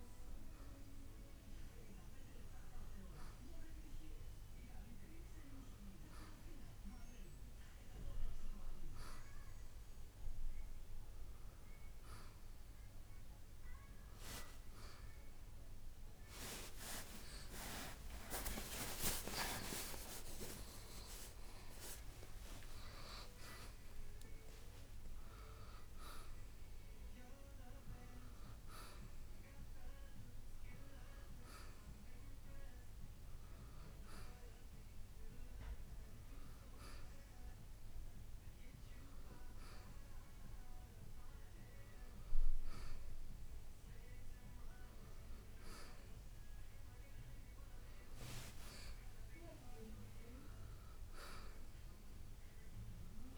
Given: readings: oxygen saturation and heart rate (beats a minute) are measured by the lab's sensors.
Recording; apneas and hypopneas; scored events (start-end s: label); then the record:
breathing in sleep by a room microphone; none
17.00-23.00 s: arousal
49.00-53.38 s: arousal
From the record:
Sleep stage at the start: N1 (lightest sleep); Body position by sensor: on the right side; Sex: male